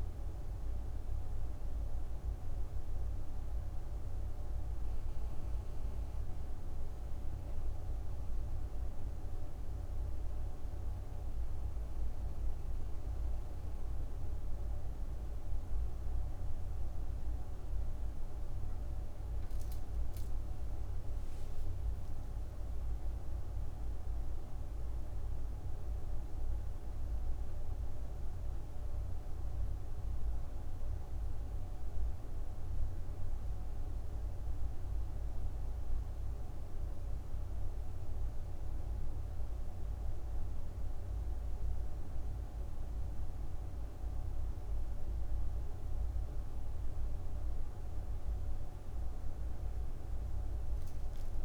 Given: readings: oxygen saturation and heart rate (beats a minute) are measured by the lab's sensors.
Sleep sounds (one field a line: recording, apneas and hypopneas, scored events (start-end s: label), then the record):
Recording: breathing in sleep, hard to hear, by a room microphone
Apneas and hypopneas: none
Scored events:
0.00-3.50 s: oxygen desaturation (device-marked, oxygen 92% lowest, heart rate 62 extreme)
From the record:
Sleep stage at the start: N1 (lightest sleep)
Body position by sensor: on the back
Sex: female